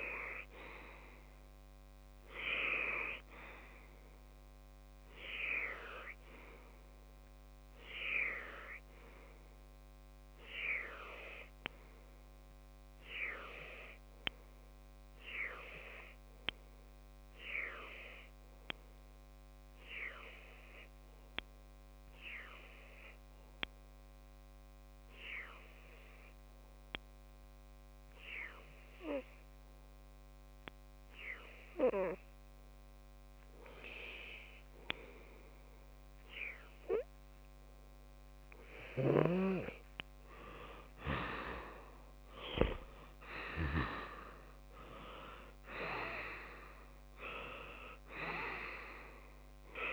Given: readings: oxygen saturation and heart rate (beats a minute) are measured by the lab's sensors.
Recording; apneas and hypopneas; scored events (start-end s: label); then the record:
breathing in sleep by a microphone on the trachea; 1
12.50-33.50 s: obstructive apnea (oxygen 97% before, 96% lowest)
40.00-44.50 s: arousal
From the record:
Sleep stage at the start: N2 (light sleep); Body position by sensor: on the left side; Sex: male